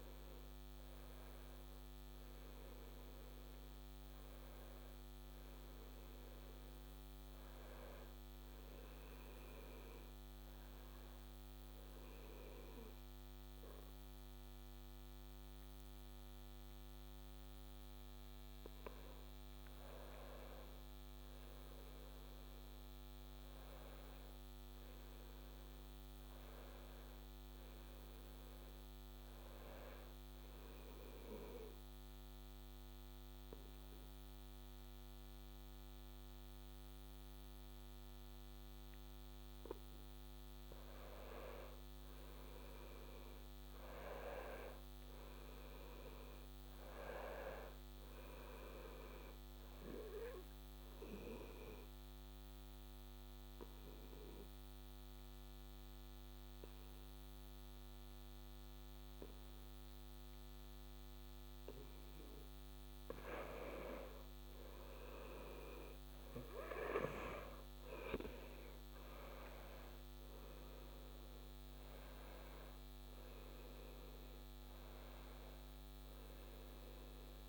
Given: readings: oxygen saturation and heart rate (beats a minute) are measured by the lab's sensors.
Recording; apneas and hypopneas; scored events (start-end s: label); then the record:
breathing in sleep by a microphone on the trachea; 3
0.00-14.00 s: oxygen desaturation (device-marked, oxygen 89% lowest, heart rate 68 extreme)
9.50-19.50 s: obstructive apnea (oxygen 97% before, 90% lowest, heart rate 73 before, 68 extreme, up 2 after)
21.50-26.00 s: arousal
31.00-41.00 s: obstructive apnea (oxygen 98% before, 90% lowest, heart rate 70 before, 68 extreme, up 6 after)
45.00-48.00 s: arousal
49.00-61.00 s: oxygen desaturation (device-marked, oxygen 95% before, 92% lowest, heart rate 70 before, 69 extreme)
51.00-62.00 s: obstructive apnea (oxygen 97% before, 89% lowest, heart rate 70 before, 69 extreme, up 2 after)
63.50-67.00 s: arousal
68.00-77.49 s: oxygen desaturation (device-marked, oxygen 95% before, 90% lowest, heart rate 70 before, 65 extreme)
From the record:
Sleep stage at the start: N2 (light sleep); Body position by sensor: on the back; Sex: male